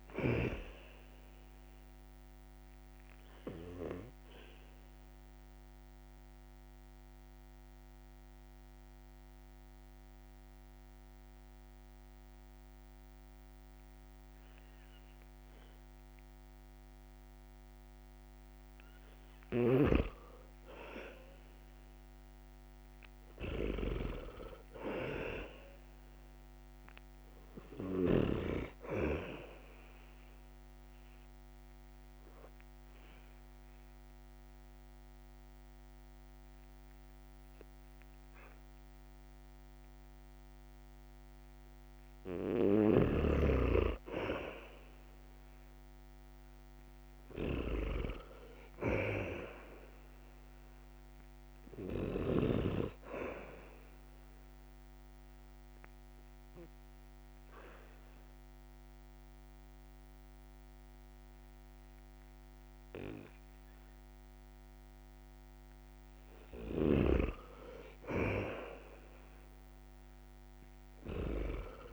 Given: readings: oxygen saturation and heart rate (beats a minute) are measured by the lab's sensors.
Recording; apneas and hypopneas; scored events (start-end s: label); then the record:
breathing in sleep by a microphone on the trachea; 3
0.00-24.00 s: oxygen desaturation (device-marked, oxygen 90% lowest, heart rate 60 extreme)
2.50-19.00 s: obstructive apnea (oxygen 99% before, 90% lowest, heart rate 66 before, 60 extreme, up 10 after)
20.50-23.50 s: arousal
31.00-42.50 s: obstructive apnea (oxygen 99% before, 92% lowest, heart rate 66 before, 64 extreme, up 0 after)
35.00-48.00 s: oxygen desaturation (device-marked, oxygen 99% before, 92% lowest, heart rate 67 before, 64 extreme)
45.00-48.50 s: arousal
53.50-65.50 s: obstructive apnea (oxygen 99% before, 92% lowest, heart rate 66 before, 64 extreme, up 1 after)
59.00-71.93 s: oxygen desaturation (device-marked, oxygen 98% before, 92% lowest, heart rate 67 before, 64 extreme)
From the record:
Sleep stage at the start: N2 (light sleep); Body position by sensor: on the back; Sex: male